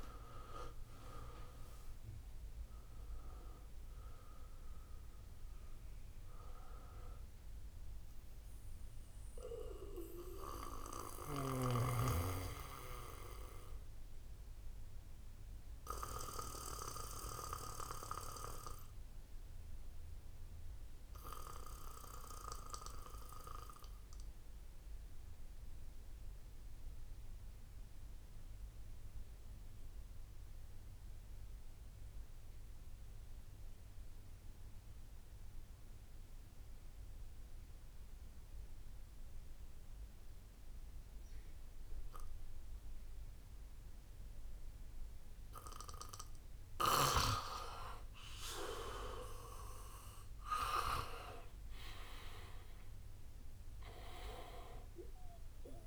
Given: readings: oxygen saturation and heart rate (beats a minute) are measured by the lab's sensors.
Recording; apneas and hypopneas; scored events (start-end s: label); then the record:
breathing in sleep by a room microphone; 1
0.00-2.00 s: tachycardia (device-marked, heart rate 122 extreme)
0.00-3.00 s: arousal
0.00-11.00 s: drop in pulse transit time (device-marked, heart rate 66 before, 65 extreme)
0.00-22.00 s: oxygen desaturation (device-marked, oxygen 82% lowest, heart rate 52 extreme)
0.50-2.50 s: long interval between heartbeats (device-marked, heart rate 66 before, 109 extreme)
8.00-27.00 s: bradycardia (device-marked, heart rate 65 before, 52 extreme)
14.50-46.50 s: obstructive apnea (oxygen 96% before, 82% lowest, heart rate 84 before, 57 extreme, up 8 after)
43.00-46.00 s: bradycardia (device-marked, heart rate 65 before, 60 extreme)
43.00-55.87 s: oxygen desaturation (device-marked, oxygen 98% before, 89% lowest, heart rate 60 before, 56 extreme)
49.00-53.00 s: arousal
From the record:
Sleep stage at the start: N2 (light sleep); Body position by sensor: on the back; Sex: male